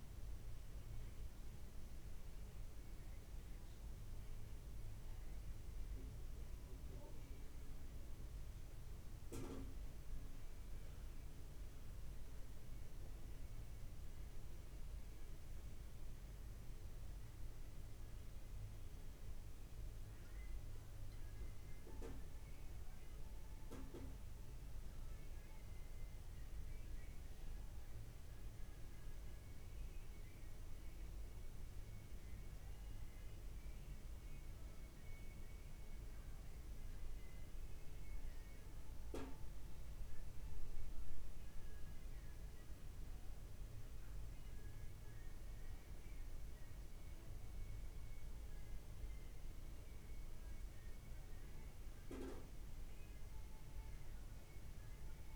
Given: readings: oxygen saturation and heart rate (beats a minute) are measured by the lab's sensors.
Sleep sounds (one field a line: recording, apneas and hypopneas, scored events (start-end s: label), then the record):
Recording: a person awake in a sleep study, hard to hear, by a room microphone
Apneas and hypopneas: none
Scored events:
none scored
From the record:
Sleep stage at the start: awake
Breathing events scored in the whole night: 298 in 4.2 hours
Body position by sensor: on the back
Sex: male